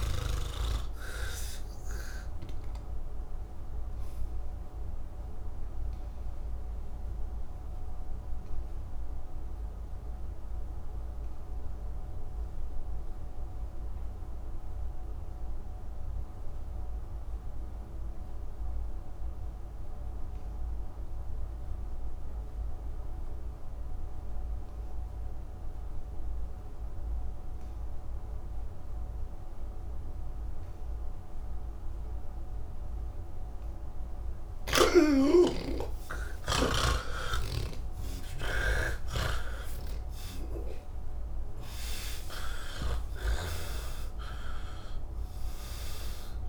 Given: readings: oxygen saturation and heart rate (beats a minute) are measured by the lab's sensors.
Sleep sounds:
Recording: breathing in sleep by a room microphone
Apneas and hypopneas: 1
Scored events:
0.00-18.00 s: oxygen desaturation (device-marked, oxygen 81% lowest, heart rate 66 extreme)
7.00-32.00 s: obstructive apnea (oxygen 98% before, 78% lowest, heart rate 190 before, 66 extreme, up 31 after)
25.00-46.49 s: oxygen desaturation (device-marked, oxygen 98% before, 78% lowest)
43.50-46.49 s: snoring (device-marked)
From the record:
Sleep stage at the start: N2 (light sleep)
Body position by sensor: on the back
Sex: male

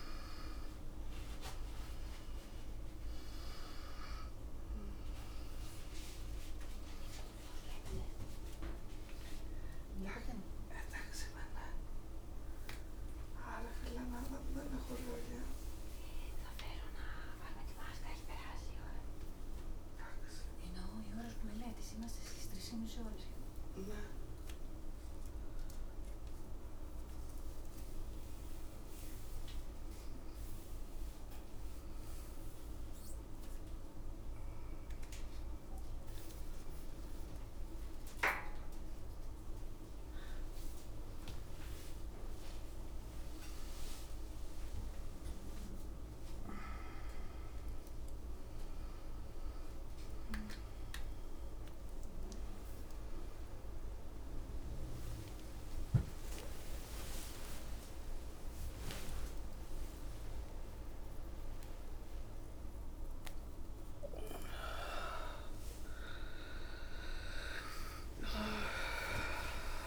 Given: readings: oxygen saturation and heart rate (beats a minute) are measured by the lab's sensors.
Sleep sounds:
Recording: a person awake in a sleep study, by a room microphone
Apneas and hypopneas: none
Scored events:
2.00-15.00 s: oxygen desaturation (device-marked, oxygen 98% before, 94% lowest, heart rate 106 before, 98 extreme)
From the record:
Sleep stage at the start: awake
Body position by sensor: upright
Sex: female

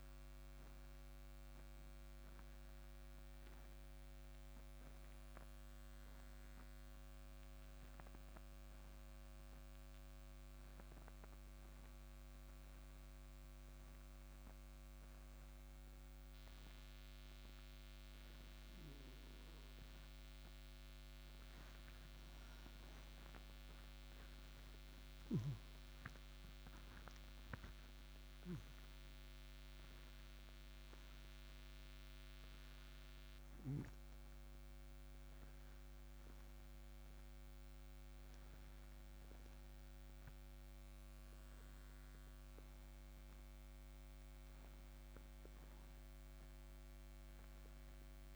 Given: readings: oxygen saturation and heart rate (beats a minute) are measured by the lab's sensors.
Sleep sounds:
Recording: breathing in sleep, hard to hear, by a microphone on the trachea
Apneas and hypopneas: 1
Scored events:
0.00-18.00 s: oxygen desaturation (device-marked, oxygen 89% lowest)
1.00-20.50 s: obstructive apnea (oxygen 98% before, 89% lowest)
22.50-27.50 s: arousal
25.50-29.00 s: snoring (device-marked)
33.00-48.36 s: oxygen desaturation (device-marked, oxygen 98% before, 89% lowest)
From the record:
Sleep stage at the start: N2 (light sleep)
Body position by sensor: on the right side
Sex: male

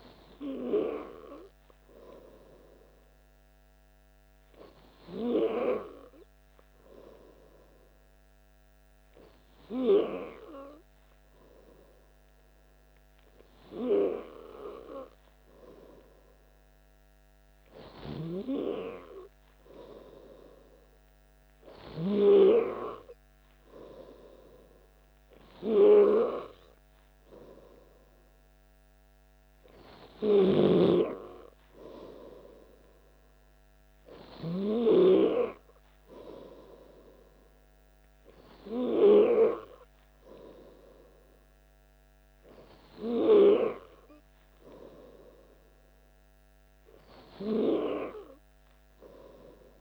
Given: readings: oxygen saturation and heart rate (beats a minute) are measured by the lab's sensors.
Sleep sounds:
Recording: breathing in sleep by a microphone on the trachea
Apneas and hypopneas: none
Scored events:
none scored
From the record:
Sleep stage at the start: N2 (light sleep)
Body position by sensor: on the back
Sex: male

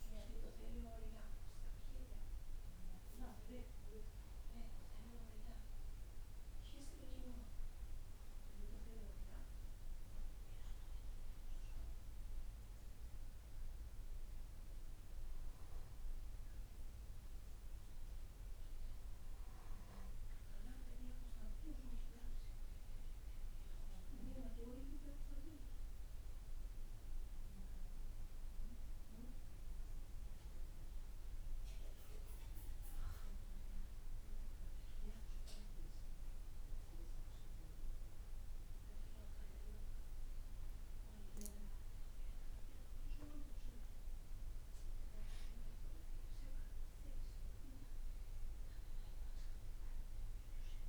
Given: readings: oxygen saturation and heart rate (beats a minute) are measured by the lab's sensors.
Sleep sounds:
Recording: breathing in sleep by a room microphone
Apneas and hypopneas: none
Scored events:
41.50-44.50 s: arousal
From the record:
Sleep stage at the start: N2 (light sleep)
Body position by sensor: on the back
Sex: male

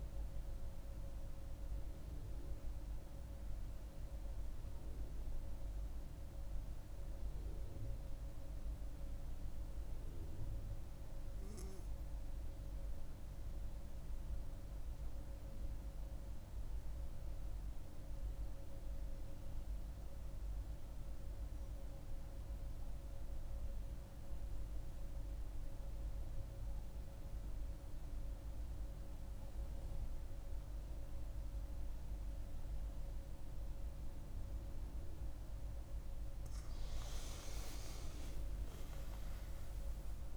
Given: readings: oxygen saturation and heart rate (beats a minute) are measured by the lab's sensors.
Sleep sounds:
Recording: breathing in sleep, hard to hear, by a room microphone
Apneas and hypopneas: 1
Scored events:
0.00-5.00 s: oxygen desaturation (device-marked, oxygen 93% lowest, heart rate 63 extreme)
12.50-36.00 s: mixed apnea (oxygen 97% before, 92% lowest, heart rate 72 before, 63 extreme, up 40 after)
28.00-40.37 s: oxygen desaturation (device-marked, oxygen 97% before, 92% lowest, heart rate 65 before, 61 extreme)
37.00-40.37 s: arousal
From the record:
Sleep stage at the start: N2 (light sleep)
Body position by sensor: on the front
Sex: female

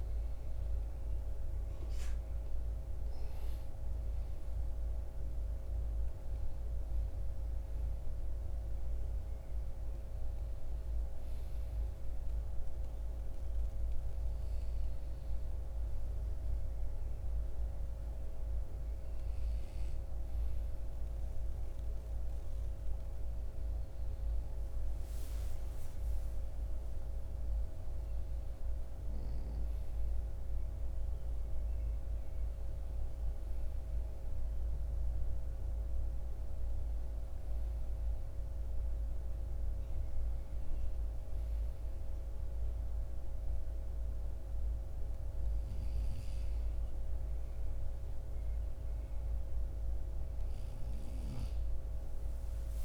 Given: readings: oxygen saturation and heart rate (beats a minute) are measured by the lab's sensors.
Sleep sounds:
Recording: breathing in sleep, hard to hear, by a room microphone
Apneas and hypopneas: none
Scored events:
6.00-16.00 s: oxygen desaturation (device-marked, oxygen 98% before, 91% lowest, heart rate 60 before, 57 extreme)
From the record:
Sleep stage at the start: N1 (lightest sleep)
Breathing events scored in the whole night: 344 in 6.7 hours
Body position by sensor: on the right side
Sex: male

